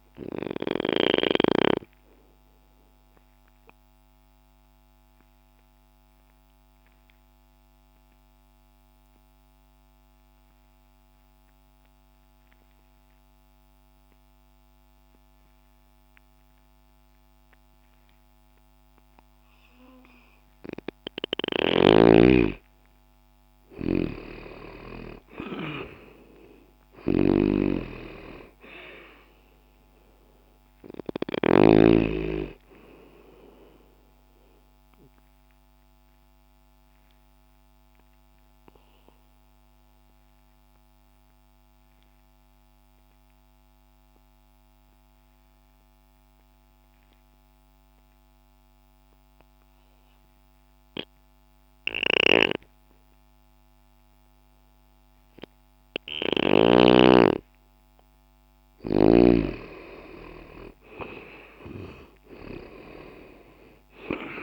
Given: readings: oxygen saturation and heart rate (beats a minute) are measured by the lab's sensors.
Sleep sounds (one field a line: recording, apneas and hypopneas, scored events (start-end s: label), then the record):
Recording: breathing in sleep by a microphone on the trachea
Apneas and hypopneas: 2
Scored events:
0.00-1.00 s: snoring (device-marked)
0.50-21.50 s: obstructive apnea (oxygen 94% before, 84% lowest, heart rate 60 before, 60 extreme, up 0 after)
6.00-21.00 s: oxygen desaturation (device-marked, oxygen 94% before, 84% lowest, heart rate 60 before, 60 extreme)
23.00-27.00 s: arousal
30.00-39.00 s: oxygen desaturation (device-marked, oxygen 96% before, 91% lowest, heart rate 60 before, 60 extreme)
35.00-56.50 s: obstructive apnea (oxygen 96% before, 86% lowest, heart rate 60 before, 60 extreme, up 0 after)
41.00-56.00 s: oxygen desaturation (device-marked, oxygen 92% before, 86% lowest, heart rate 60 before, 60 extreme)
59.00-63.50 s: arousal
From the record:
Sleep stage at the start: N2 (light sleep)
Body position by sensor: on the left side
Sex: male